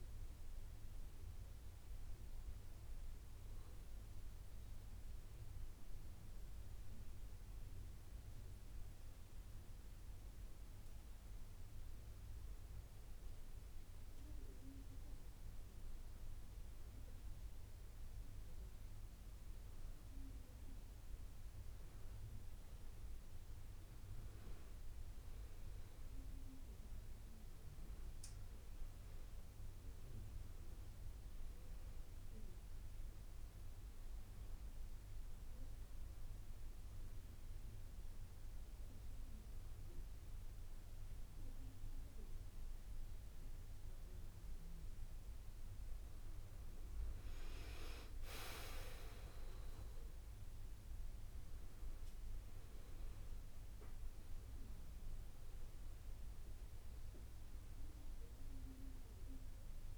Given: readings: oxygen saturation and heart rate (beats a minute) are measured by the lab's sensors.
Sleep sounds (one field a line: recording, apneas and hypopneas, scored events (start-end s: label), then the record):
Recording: breathing in sleep, hard to hear, by a room microphone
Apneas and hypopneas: 2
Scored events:
5.50-21.50 s: hypopnea (oxygen 96% before, 89% lowest)
23.00-45.00 s: oxygen desaturation (device-marked, oxygen 96% before, 91% lowest)
24.50-27.50 s: arousal
37.00-47.00 s: obstructive apnea (oxygen 96% before, 89% lowest)
50.50-54.00 s: arousal
57.00-59.98 s: oxygen desaturation (device-marked, oxygen 95% before, 89% lowest)
From the record:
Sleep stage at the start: N2 (light sleep)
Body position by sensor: on the back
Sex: female